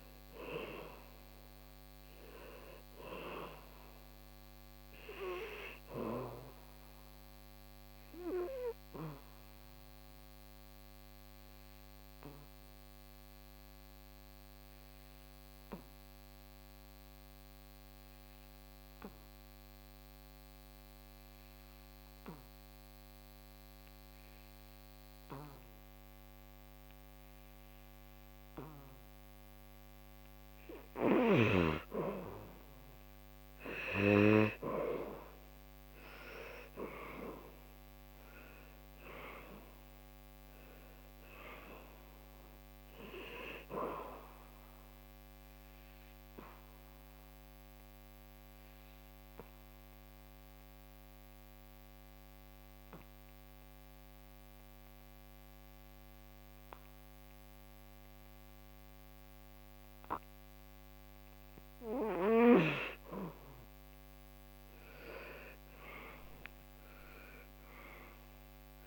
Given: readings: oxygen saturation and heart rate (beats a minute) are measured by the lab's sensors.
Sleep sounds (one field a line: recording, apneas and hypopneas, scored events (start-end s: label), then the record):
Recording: breathing in sleep by a microphone on the trachea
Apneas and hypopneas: 2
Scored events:
0.00-18.00 s: oxygen desaturation (device-marked, oxygen 86% lowest, heart rate 68 extreme)
8.50-31.50 s: obstructive apnea (oxygen 98% before, 84% lowest, heart rate 74 before, 68 extreme, up 10 after)
29.00-58.00 s: oxygen desaturation (device-marked, oxygen 99% before, 84% lowest, heart rate 75 before, 69 extreme)
33.50-37.50 s: arousal
45.00-61.00 s: obstructive apnea (oxygen 99% before, 84% lowest, heart rate 74 before, 69 extreme, up 4 after)
63.00-67.50 s: arousal
66.00-68.86 s: oxygen desaturation (device-marked, oxygen 98% before, 87% lowest, heart rate 75 before, 69 extreme)
From the record:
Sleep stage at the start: N2 (light sleep)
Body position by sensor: on the back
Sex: male